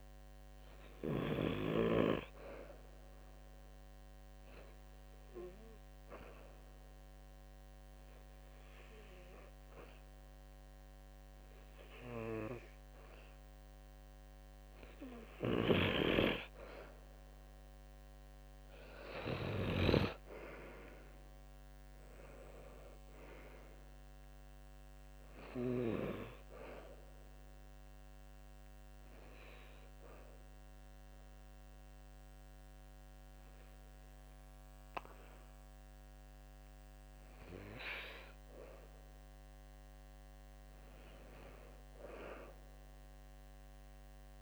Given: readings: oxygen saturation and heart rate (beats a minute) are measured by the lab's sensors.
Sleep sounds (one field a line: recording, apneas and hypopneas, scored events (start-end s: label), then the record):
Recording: breathing in sleep by a microphone on the trachea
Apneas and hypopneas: 2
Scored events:
0.00-1.00 s: snoring (device-marked)
5.00-16.50 s: obstructive apnea (oxygen 96% before, 91% lowest, heart rate 73 before, 68 extreme, up 8 after)
15.00-25.50 s: snoring (device-marked)
21.00-24.00 s: arousal
27.50-37.50 s: obstructive apnea (oxygen 94% before, 91% lowest, heart rate 74 before, 67 extreme, up 11 after)
40.50-43.50 s: arousal
From the record:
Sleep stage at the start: N2 (light sleep)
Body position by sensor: on the back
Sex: male